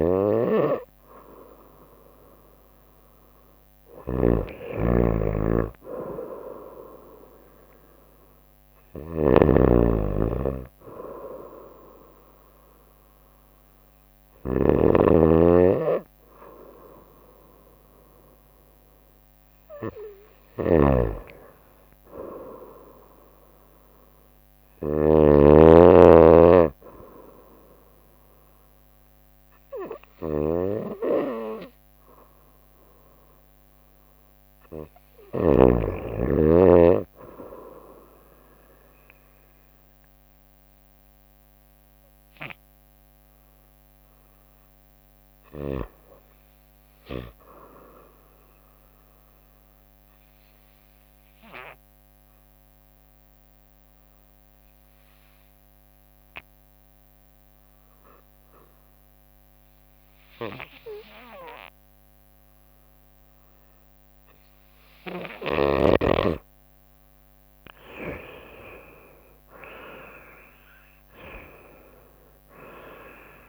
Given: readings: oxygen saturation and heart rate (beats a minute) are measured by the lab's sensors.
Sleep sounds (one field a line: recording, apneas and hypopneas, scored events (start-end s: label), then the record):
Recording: breathing in sleep by a microphone on the trachea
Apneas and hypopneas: 1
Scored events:
0.00-35.50 s: snoring (device-marked)
42.00-46.00 s: arousal
50.00-65.00 s: obstructive apnea (oxygen 97% before, 89% lowest, heart rate 64 before, 62 extreme, up 8 after)
67.00-73.49 s: oxygen desaturation (device-marked, oxygen 95% before, 89% lowest, heart rate 63 before, 63 extreme)
69.00-73.49 s: drop in pulse transit time (device-marked, heart rate 63 before, 66 extreme)
69.50-73.49 s: arousal
From the record:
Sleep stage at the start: N2 (light sleep)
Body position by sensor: on the right side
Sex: female